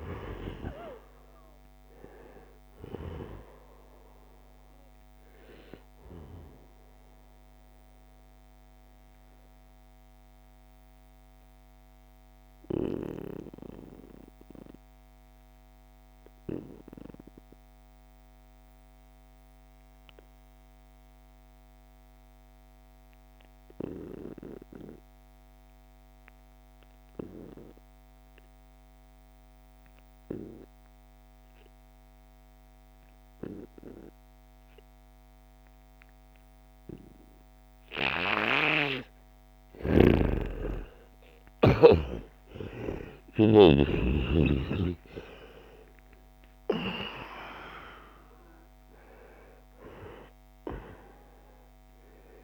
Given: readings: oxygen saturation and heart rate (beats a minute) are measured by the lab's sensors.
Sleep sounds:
breathing in sleep by a microphone on the trachea; 1
0.00-12.00 s: oxygen desaturation (device-marked, oxygen 91% lowest, heart rate 64 extreme)
3.00-37.00 s: obstructive apnea (oxygen 97% before, 85% lowest, heart rate 74 before, 64 extreme, up 6 after)
30.00-52.43 s: oxygen desaturation (device-marked, oxygen 96% before, 85% lowest, heart rate 71 before, 64 extreme)
39.00-43.50 s: snoring (device-marked)
39.00-45.00 s: arousal
From the record:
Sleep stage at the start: N2 (light sleep); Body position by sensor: on the right side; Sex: male

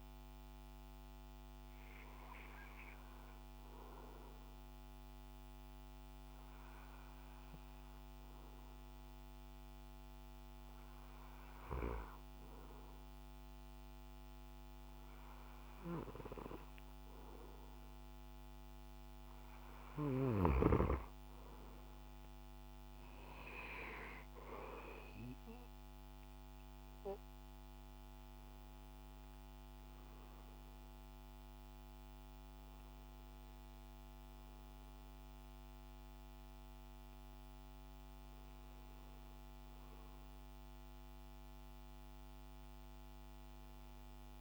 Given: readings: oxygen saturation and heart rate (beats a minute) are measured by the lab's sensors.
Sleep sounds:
breathing in sleep by a microphone on the trachea; 1
3.00-19.00 s: hypopnea (oxygen 97% before, 93% lowest)
23.00-27.00 s: arousal
29.00-44.41 s: oxygen desaturation (device-marked, oxygen 96% before, 93% lowest)
From the record:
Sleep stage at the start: N2 (light sleep); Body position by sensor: on the back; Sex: male

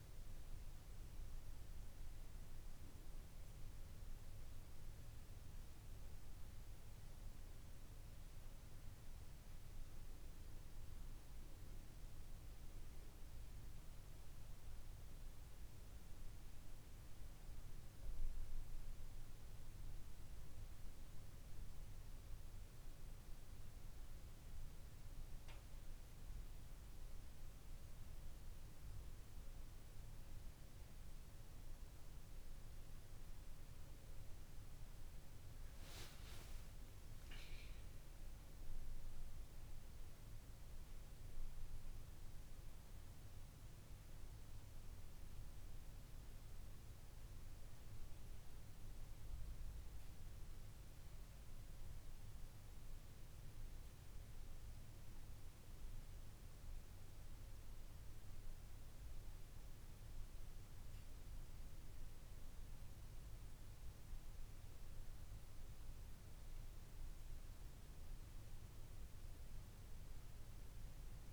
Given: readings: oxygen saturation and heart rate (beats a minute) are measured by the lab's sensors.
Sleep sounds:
a person awake in a sleep study, hard to hear, by a room microphone; none
none scored
From the record:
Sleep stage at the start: awake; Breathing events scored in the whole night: 144 in 7.3 hours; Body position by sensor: on the back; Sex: female

